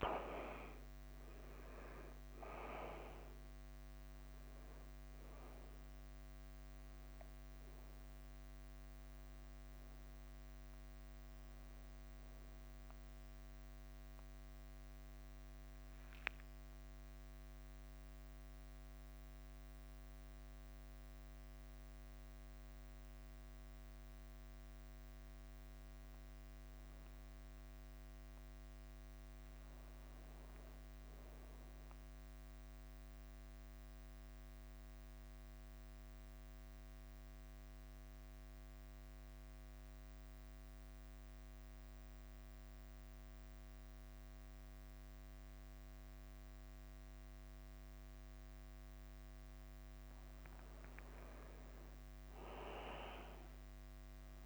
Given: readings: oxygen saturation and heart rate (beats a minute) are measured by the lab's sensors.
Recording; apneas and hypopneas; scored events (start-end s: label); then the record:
breathing in sleep by a microphone on the trachea; 2
0.00-9.50 s: oxygen desaturation (device-marked, oxygen 93% lowest, heart rate 50 extreme)
0.00-54.45 s: bradycardia (device-marked, heart rate 47 extreme)
11.50-23.50 s: hypopnea (oxygen 99% before, 92% lowest, heart rate 54 before, 48 extreme, up 1 after)
23.50-54.45 s: new sleep stage, N2 (light sleep)
27.50-31.50 s: arousal
34.00-50.00 s: central apnea (oxygen 99% before, 96% lowest, heart rate 51 before, 48 extreme, up 4 after)
51.50-54.00 s: arousal
From the record:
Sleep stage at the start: N1 (lightest sleep); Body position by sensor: on the back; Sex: male